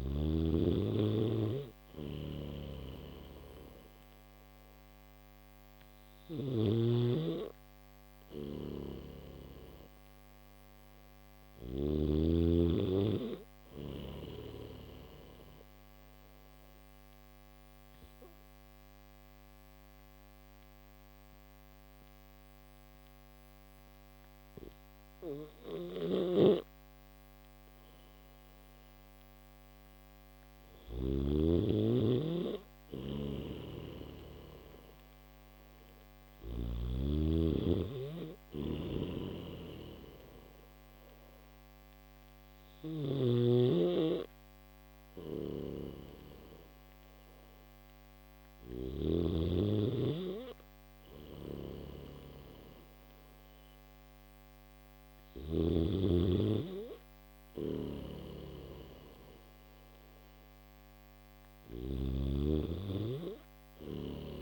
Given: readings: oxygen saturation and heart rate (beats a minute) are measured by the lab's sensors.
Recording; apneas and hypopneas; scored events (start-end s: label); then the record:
breathing in sleep by a microphone on the trachea; none
1.50-6.00 s: snoring (device-marked)
8.00-11.50 s: snoring (device-marked)
25.00-30.50 s: snoring (device-marked)
32.50-36.00 s: snoring (device-marked)
38.00-48.50 s: snoring (device-marked)
42.00-64.42 s: new sleep stage, N1 (lightest sleep)
50.50-55.00 s: snoring (device-marked)
57.00-61.50 s: snoring (device-marked)
From the record:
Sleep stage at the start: N3 (deep sleep); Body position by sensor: on the back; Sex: male